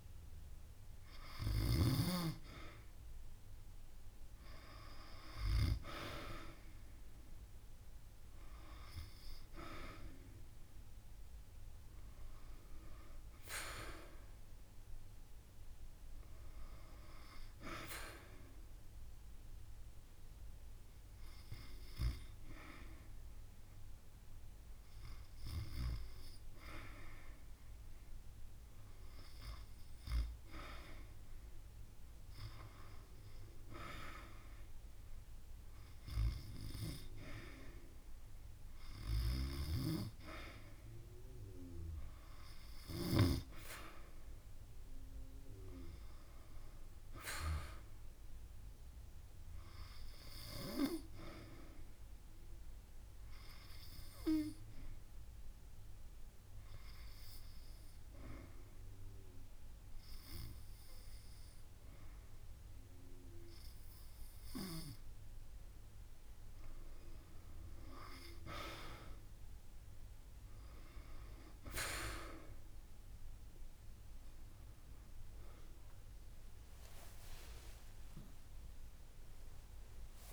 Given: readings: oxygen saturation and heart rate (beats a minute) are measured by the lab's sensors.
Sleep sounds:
breathing in sleep by a room microphone; 2
0.00-19.50 s: oxygen desaturation (device-marked, oxygen 93% lowest)
18.00-30.50 s: hypopnea (oxygen 96% before, 92% lowest)
33.00-37.00 s: arousal
51.50-65.50 s: obstructive apnea (oxygen 97% before, 90% lowest)
64.00-66.00 s: long interval between heartbeats (device-marked)
64.50-80.33 s: new sleep stage, N2 (light sleep)
75.50-80.33 s: oxygen desaturation (device-marked, oxygen 96% before, 93% lowest)
78.00-80.33 s: arousal
From the record:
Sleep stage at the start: REM sleep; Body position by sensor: on the back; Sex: female

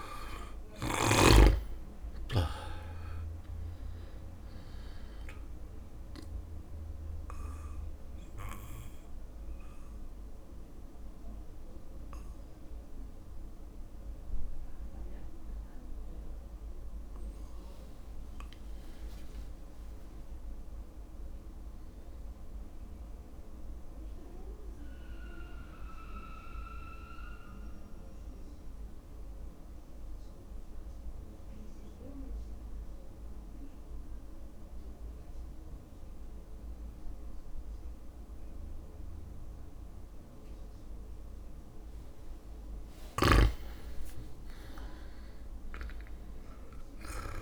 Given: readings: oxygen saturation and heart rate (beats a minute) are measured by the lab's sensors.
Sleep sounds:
breathing in sleep by a room microphone; 2
0.00-1.50 s: arousal
0.00-1.50 s: snoring (device-marked)
5.50-27.50 s: oxygen desaturation (device-marked, oxygen 98% before, 91% lowest, heart rate 63 before, 54 extreme)
6.50-17.50 s: obstructive apnea (oxygen 99% before, 91% lowest, heart rate 63 before, 54 extreme, up 3 after)
16.50-30.50 s: drop in pulse transit time (device-marked, heart rate 63 before, 54 extreme)
19.50-22.00 s: arousal
24.50-42.50 s: obstructive apnea (oxygen 98% before, 92% lowest, heart rate 56 before, 54 extreme, up 13 after)
43.00-47.42 s: snoring (device-marked)
43.50-45.50 s: long interval between heartbeats (device-marked, heart rate 56 before, 66 extreme)
44.50-47.42 s: arousal
45.50-47.42 s: drop in pulse transit time (device-marked, heart rate 57 before, 58 extreme)
From the record:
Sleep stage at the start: N2 (light sleep); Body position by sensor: on the back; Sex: male

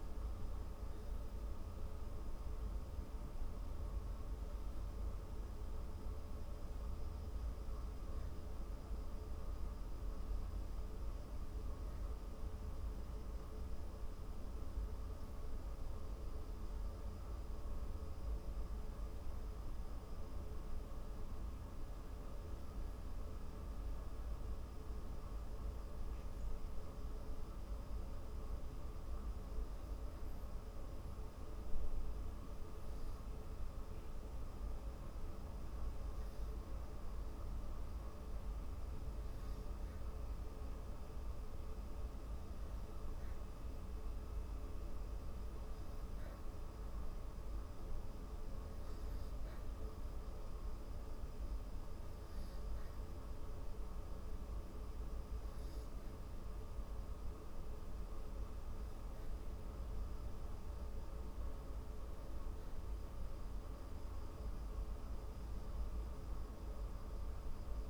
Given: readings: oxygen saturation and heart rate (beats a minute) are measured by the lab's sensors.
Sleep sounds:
breathing in sleep, hard to hear, by a room microphone; 1
18.00-36.50 s: hypopnea (oxygen 95% before, 92% lowest)
32.50-43.50 s: oxygen desaturation (device-marked, oxygen 97% before, 92% lowest)
38.00-42.00 s: arousal
From the record:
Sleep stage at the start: N2 (light sleep); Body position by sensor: on the back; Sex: female

